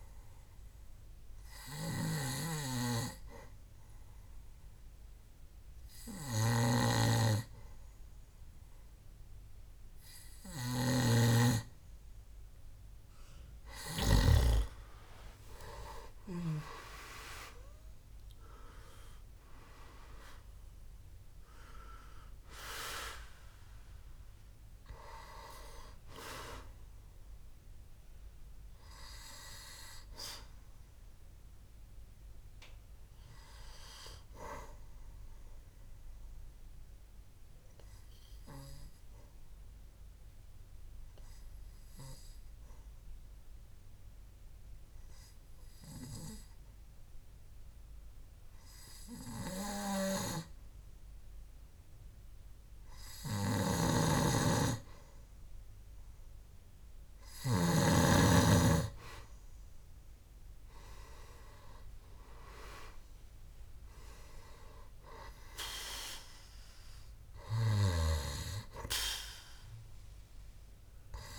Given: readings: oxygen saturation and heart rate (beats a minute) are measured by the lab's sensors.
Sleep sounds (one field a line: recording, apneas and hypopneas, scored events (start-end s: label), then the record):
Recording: breathing in sleep by a room microphone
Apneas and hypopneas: 2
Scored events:
0.00-13.50 s: oxygen desaturation (device-marked, oxygen 92% lowest, heart rate 66 extreme)
0.50-12.50 s: obstructive apnea (oxygen 98% before, 92% lowest, heart rate 67 before, 66 extreme, up 16 after)
11.00-14.50 s: snoring (device-marked)
15.00-20.00 s: arousal
15.50-17.50 s: long interval between heartbeats (device-marked, heart rate 67 before, 78 extreme)
31.50-55.00 s: obstructive apnea (oxygen 95% before, 91% lowest, heart rate 74 before, 64 extreme, up 4 after)
58.00-62.00 s: arousal
58.50-71.39 s: oxygen desaturation (device-marked, oxygen 99% before, 93% lowest, heart rate 67 before, 64 extreme)
From the record:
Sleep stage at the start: N2 (light sleep)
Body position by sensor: on the back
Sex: male